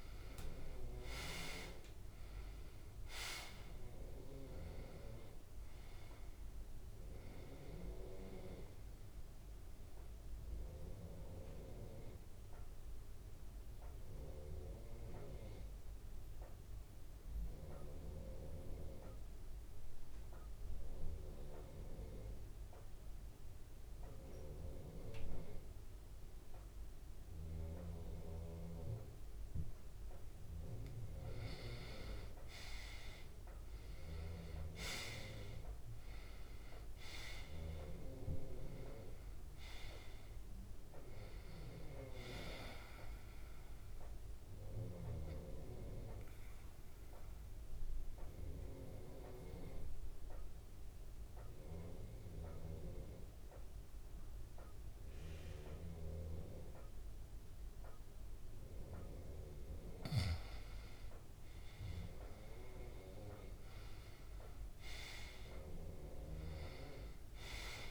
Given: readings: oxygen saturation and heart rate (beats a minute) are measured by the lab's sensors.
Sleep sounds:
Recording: breathing in sleep by a room microphone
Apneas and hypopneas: 2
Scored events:
0.00-2.50 s: arousal
10.00-29.50 s: mixed apnea (oxygen 98% before, 86% lowest, heart rate 158 before, 76 extreme, up 48 after)
13.50-35.50 s: oxygen desaturation (device-marked, oxygen 95% before, 87% lowest, heart rate 161 before, 76 extreme)
31.50-36.50 s: arousal
43.50-63.50 s: oxygen desaturation (device-marked, oxygen 98% before, 86% lowest, heart rate 112 before, 66 extreme)
45.00-59.00 s: obstructive apnea (oxygen 98% before, 86% lowest, heart rate 112 before, 66 extreme, up 59 after)
61.00-65.00 s: arousal
From the record:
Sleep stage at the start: N2 (light sleep)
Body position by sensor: on the back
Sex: male

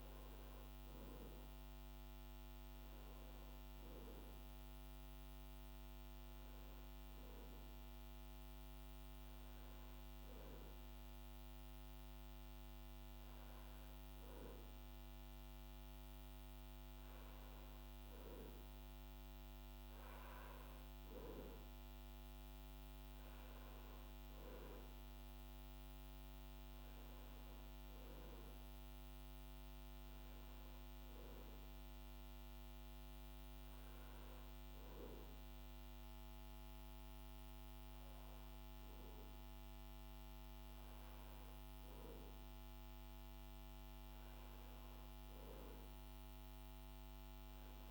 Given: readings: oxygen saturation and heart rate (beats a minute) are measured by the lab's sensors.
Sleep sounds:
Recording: breathing in sleep, hard to hear, by a microphone on the trachea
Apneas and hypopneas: none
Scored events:
none scored
From the record:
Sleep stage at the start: N2 (light sleep)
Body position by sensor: on the back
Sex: male

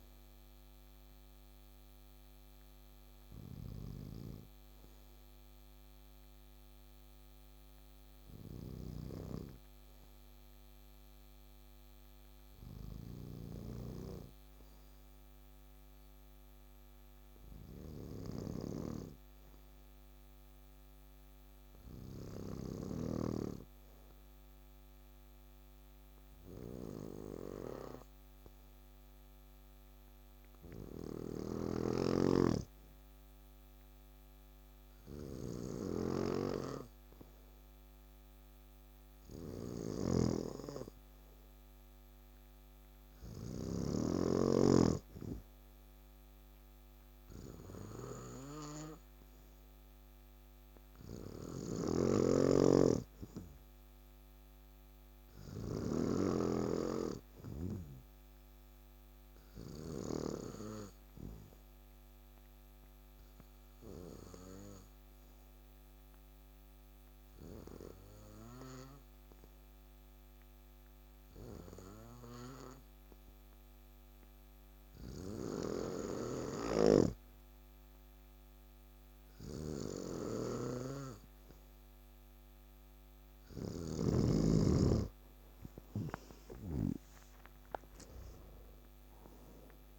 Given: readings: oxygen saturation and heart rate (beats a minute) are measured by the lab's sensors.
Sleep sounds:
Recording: breathing in sleep by a microphone on the trachea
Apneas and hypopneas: 1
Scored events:
0.00-5.00 s: oxygen desaturation (device-marked, oxygen 91% lowest, heart rate 60 extreme)
0.50-85.50 s: obstructive apnea (oxygen 94% before, 90% lowest, heart rate 82 before, 60 extreme, up 15 after)
31.00-43.50 s: snoring (device-marked)
31.00-62.00 s: oxygen desaturation (device-marked, oxygen 98% before, 94% lowest, heart rate 63 before, 63 extreme)
51.50-56.00 s: snoring (device-marked)
83.00-89.99 s: oxygen desaturation (device-marked, oxygen 95% before, 90% lowest, heart rate 65 before, 60 extreme)
87.00-89.99 s: arousal
From the record:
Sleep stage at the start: N2 (light sleep)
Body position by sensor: on the back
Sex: male

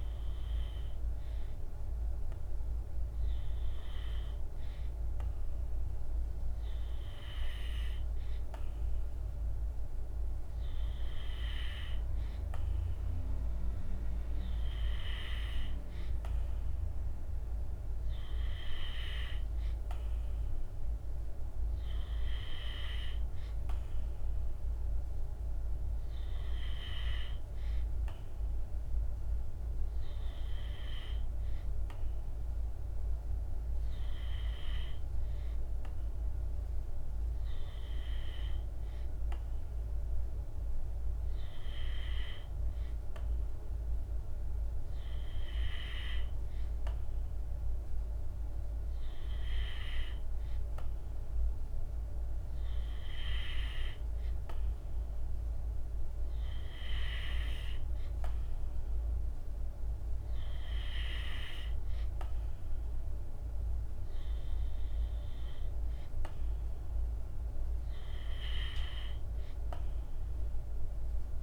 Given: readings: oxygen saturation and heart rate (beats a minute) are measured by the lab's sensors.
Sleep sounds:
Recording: breathing in sleep by a room microphone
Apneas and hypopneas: none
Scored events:
none scored
From the record:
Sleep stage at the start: N2 (light sleep)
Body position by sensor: on the back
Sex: male

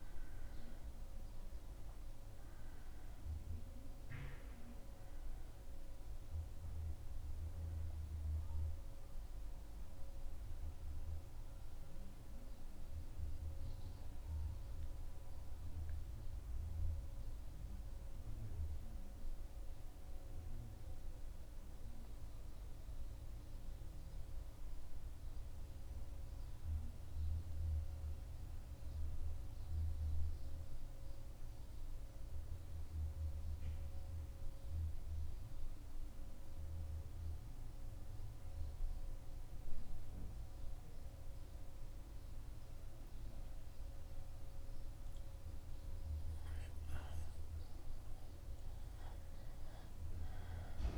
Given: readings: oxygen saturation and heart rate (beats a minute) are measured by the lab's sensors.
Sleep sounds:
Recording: breathing in sleep, hard to hear, by a room microphone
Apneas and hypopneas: 1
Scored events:
0.00-24.50 s: oxygen desaturation (device-marked, oxygen 92% lowest, heart rate 76 extreme)
13.00-46.50 s: mixed apnea (oxygen 97% before, 92% lowest, heart rate 77 before, 76 extreme, up 1 after)
49.00-50.98 s: arousal
From the record:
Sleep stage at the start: N2 (light sleep)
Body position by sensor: on the back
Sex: male

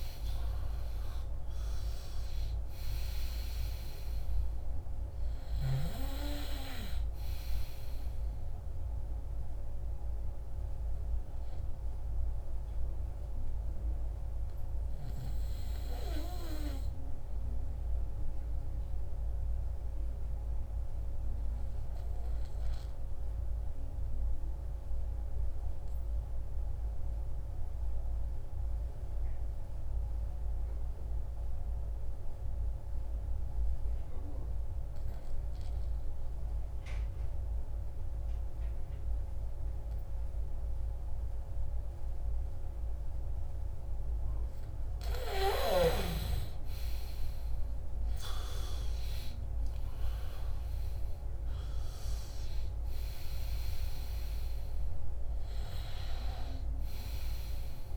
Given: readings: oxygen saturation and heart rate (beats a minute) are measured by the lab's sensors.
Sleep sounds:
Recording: breathing in sleep by a room microphone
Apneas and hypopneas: 1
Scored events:
0.00-25.50 s: oxygen desaturation (device-marked, oxygen 90% lowest, heart rate 135 extreme)
9.50-42.50 s: obstructive apnea (oxygen 99% before, 89% lowest, heart rate 187 before, 135 extreme, up 52 after)
40.50-57.97 s: oxygen desaturation (device-marked, oxygen 99% before, 89% lowest, heart rate 157 before, 149 extreme)
46.50-51.50 s: arousal
From the record:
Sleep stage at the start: N2 (light sleep)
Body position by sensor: on the back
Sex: male

